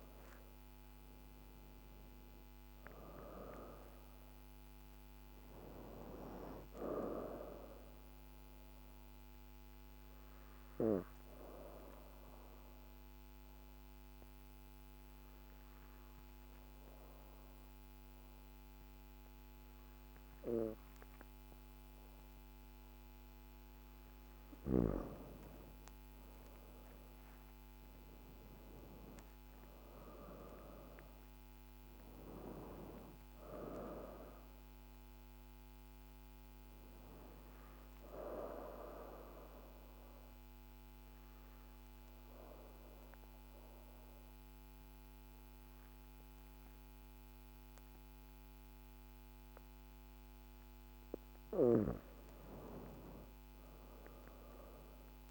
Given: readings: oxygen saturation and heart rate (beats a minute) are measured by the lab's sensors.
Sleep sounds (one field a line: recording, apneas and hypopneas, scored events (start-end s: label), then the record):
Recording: breathing in sleep by a microphone on the trachea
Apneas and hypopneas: 2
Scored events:
0.00-1.50 s: arousal
0.00-20.50 s: oxygen desaturation (device-marked, oxygen 88% lowest, heart rate 51 extreme)
8.50-23.00 s: obstructive apnea (oxygen 98% before, 88% lowest, heart rate 54 before, 51 extreme, up 7 after)
25.50-29.00 s: arousal
28.50-48.50 s: oxygen desaturation (device-marked, oxygen 98% before, 89% lowest, heart rate 53 before, 50 extreme)
38.50-50.50 s: obstructive apnea (oxygen 98% before, 84% lowest, heart rate 55 before, 50 extreme, up 6 after)
52.50-55.31 s: arousal
From the record:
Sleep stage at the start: N2 (light sleep)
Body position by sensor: on the back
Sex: female